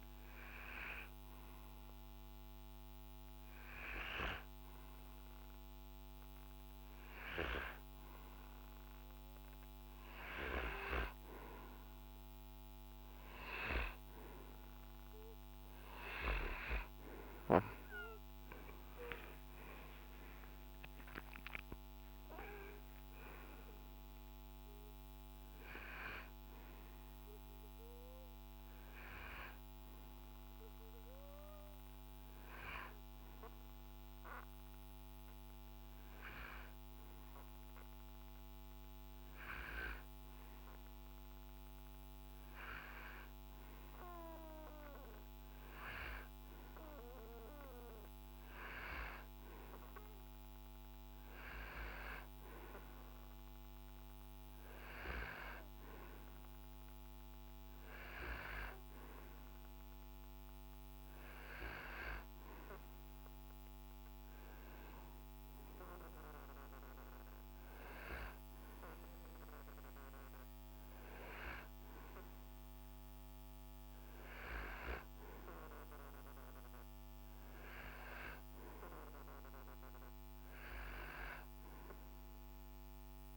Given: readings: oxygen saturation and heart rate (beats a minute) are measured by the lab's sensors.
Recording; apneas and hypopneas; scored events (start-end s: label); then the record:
breathing in sleep by a microphone on the trachea; none
18.50-22.50 s: arousal
From the record:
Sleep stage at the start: N2 (light sleep); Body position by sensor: on the right side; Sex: male